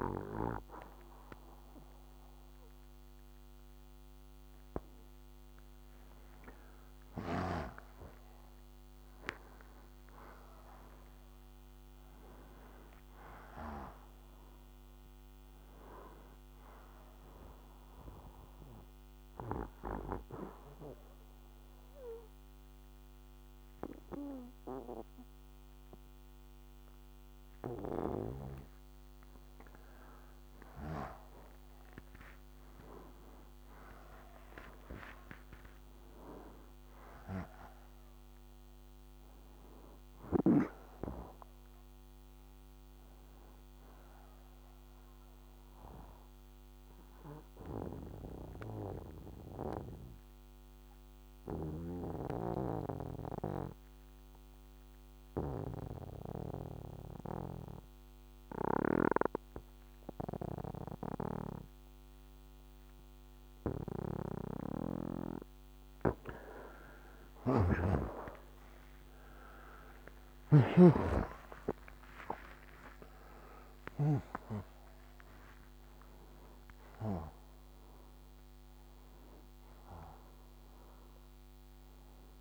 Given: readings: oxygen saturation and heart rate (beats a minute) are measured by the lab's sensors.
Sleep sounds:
breathing in sleep by a microphone on the trachea; 2
5.50-9.00 s: arousal
19.50-30.00 s: obstructive apnea (oxygen 95% before, 82% lowest, heart rate 75 before, 61 extreme, up 16 after)
20.50-30.50 s: oxygen desaturation (device-marked, oxygen 95% before, 92% lowest, heart rate 76 before, 61 extreme)
32.00-36.50 s: arousal
42.50-54.50 s: oxygen desaturation (device-marked, oxygen 94% before, 90% lowest, heart rate 73 before, 61 extreme)
48.50-65.00 s: obstructive apnea (oxygen 95% before, 82% lowest, heart rate 72 before, 61 extreme, up 32 after)
63.50-82.41 s: new sleep stage, awake
64.50-82.41 s: oxygen desaturation (device-marked, oxygen 94% before, 82% lowest, heart rate 64 before, 77 extreme)
From the record:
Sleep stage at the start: N2 (light sleep); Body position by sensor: on the right side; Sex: male

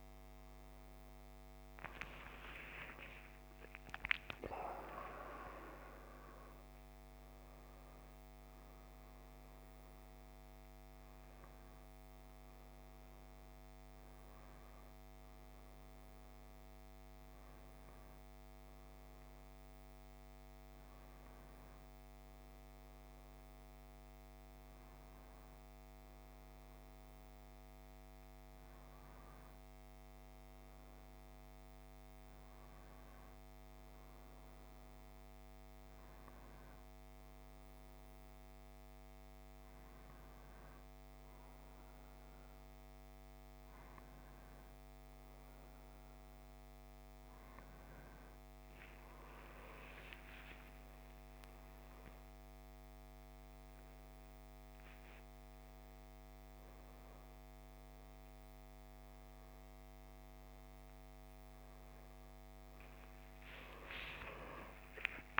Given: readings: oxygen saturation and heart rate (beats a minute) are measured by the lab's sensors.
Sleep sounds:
a person partly awake in a sleep study, by a microphone on the trachea; none
2.50-6.50 s: arousal
34.50-65.40 s: new sleep stage, awake
From the record:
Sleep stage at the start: N1 (lightest sleep); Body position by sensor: on the back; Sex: male

